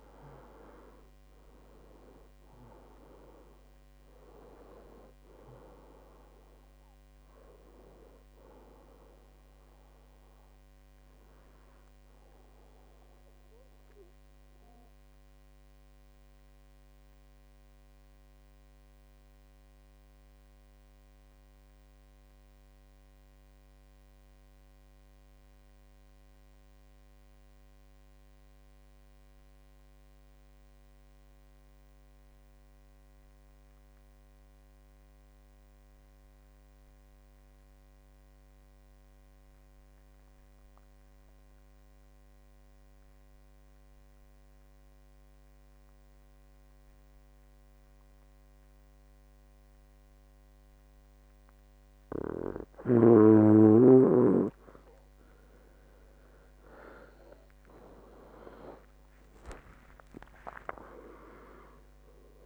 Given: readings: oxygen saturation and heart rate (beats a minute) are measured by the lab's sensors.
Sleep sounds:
breathing in sleep by a microphone on the trachea; 1
0.00-24.50 s: oxygen desaturation (device-marked, oxygen 90% lowest, heart rate 58 extreme)
13.50-54.00 s: obstructive apnea (oxygen 98% before, 85% lowest, heart rate 75 before, 58 extreme, up 21 after)
42.50-62.45 s: oxygen desaturation (device-marked, oxygen 98% before, 85% lowest, heart rate 62 before, 62 extreme)
57.50-61.50 s: arousal
From the record:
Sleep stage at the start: N2 (light sleep); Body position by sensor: on the back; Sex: male

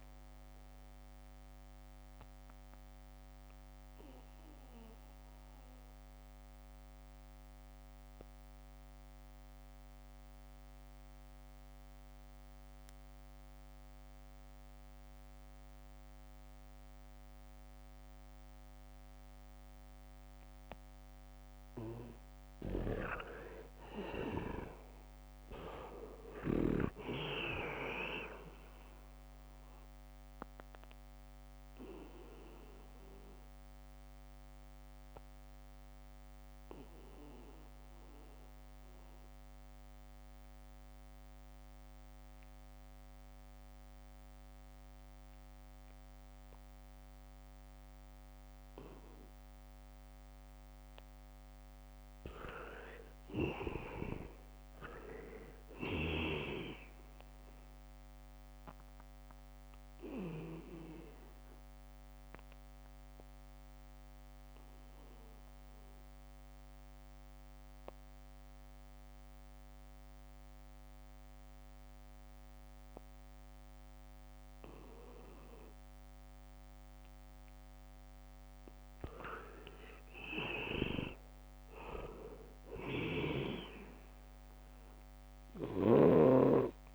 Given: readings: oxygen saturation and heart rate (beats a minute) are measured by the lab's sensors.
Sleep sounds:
breathing in sleep by a microphone on the trachea; 3
0.00-15.00 s: oxygen desaturation (device-marked, oxygen 82% lowest, heart rate 72 extreme)
4.50-22.00 s: obstructive apnea (oxygen 97% before, 82% lowest, heart rate 75 before, 73 extreme)
15.00-19.50 s: leg movement (device-marked)
19.50-22.00 s: leg movement (device-marked)
22.00-50.00 s: oxygen desaturation (device-marked, oxygen 99% before, 84% lowest, heart rate 77 before, 73 extreme)
23.00-28.50 s: leg movement (device-marked)
24.50-29.00 s: arousal
32.00-36.00 s: leg movement (device-marked)
33.00-50.00 s: obstructive apnea (oxygen 99% before, 82% lowest, heart rate 76 before, 74 extreme, up 2 after)
52.50-56.00 s: arousal
58.00-73.00 s: oxygen desaturation (device-marked, oxygen 99% before, 83% lowest, heart rate 76 before, 73 extreme)
61.00-76.00 s: obstructive apnea (oxygen 99% before, 82% lowest, heart rate 76 before, 72 extreme, up 1 after)
76.00-80.50 s: arousal
79.00-86.95 s: oxygen desaturation (device-marked, oxygen 98% before, 82% lowest, heart rate 75 before, 72 extreme)
From the record:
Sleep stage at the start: N2 (light sleep); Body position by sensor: on the back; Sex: male

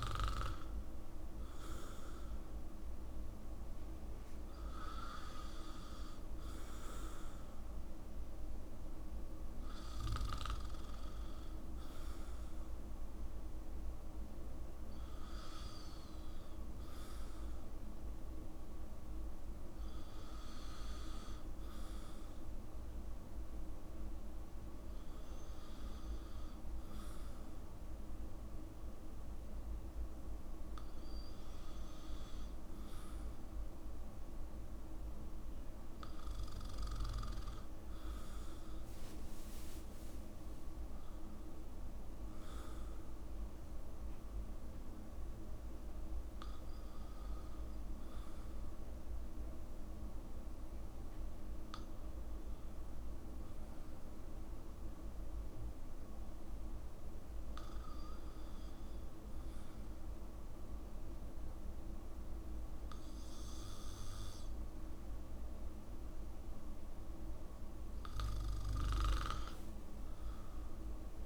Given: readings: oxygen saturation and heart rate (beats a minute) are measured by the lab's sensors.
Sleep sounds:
breathing in sleep, hard to hear, by a room microphone; none
none scored
From the record:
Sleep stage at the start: N2 (light sleep); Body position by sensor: on the back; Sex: male

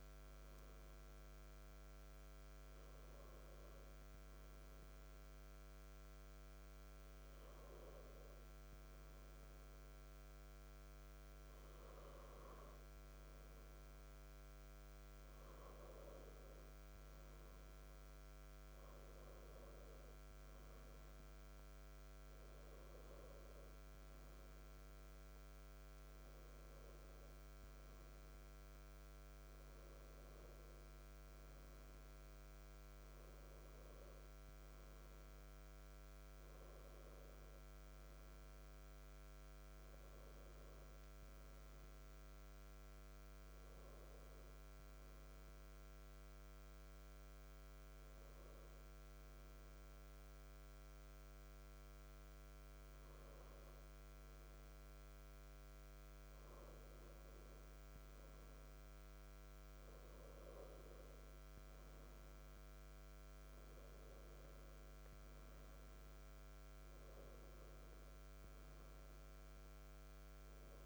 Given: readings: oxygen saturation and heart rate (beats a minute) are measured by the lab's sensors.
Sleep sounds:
breathing in sleep, hard to hear, by a microphone on the trachea; 1
36.00-66.00 s: new sleep stage, N2 (light sleep)
44.00-55.00 s: hypopnea (oxygen 94% before, 92% lowest, heart rate 67 before, 65 extreme, up 2 after)
56.50-61.00 s: arousal
66.00-70.86 s: new sleep stage, N1 (lightest sleep)
From the record:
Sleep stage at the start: N1 (lightest sleep); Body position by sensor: on the back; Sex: male

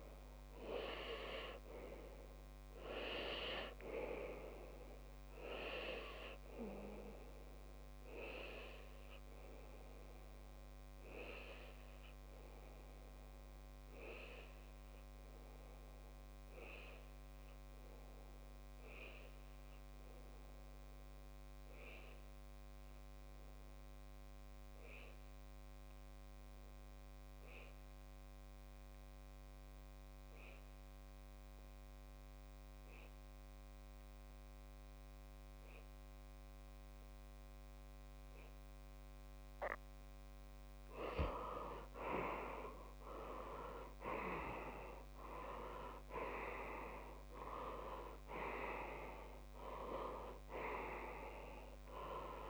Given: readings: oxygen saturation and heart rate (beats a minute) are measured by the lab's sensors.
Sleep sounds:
breathing in sleep by a microphone on the trachea; 1
0.00-7.50 s: oxygen desaturation (device-marked, oxygen 94% lowest)
8.50-40.50 s: obstructive apnea (oxygen 97% before, 94% lowest)
38.50-52.50 s: oxygen desaturation (device-marked, oxygen 99% before, 94% lowest)
43.50-48.00 s: arousal
From the record:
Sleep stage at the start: N2 (light sleep); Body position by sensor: on the left side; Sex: male

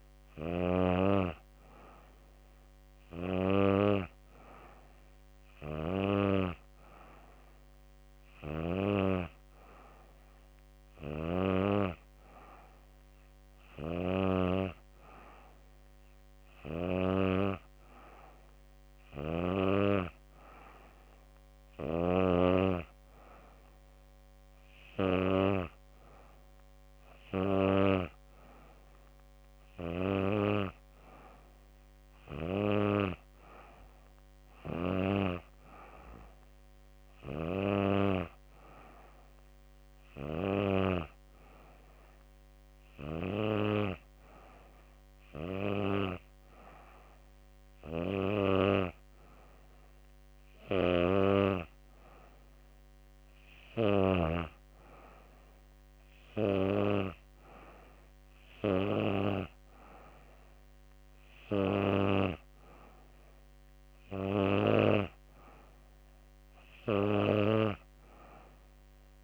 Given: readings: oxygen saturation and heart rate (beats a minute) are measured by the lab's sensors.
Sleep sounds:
breathing in sleep by a microphone on the trachea; none
none scored
From the record:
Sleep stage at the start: N2 (light sleep); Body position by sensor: on the back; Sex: female

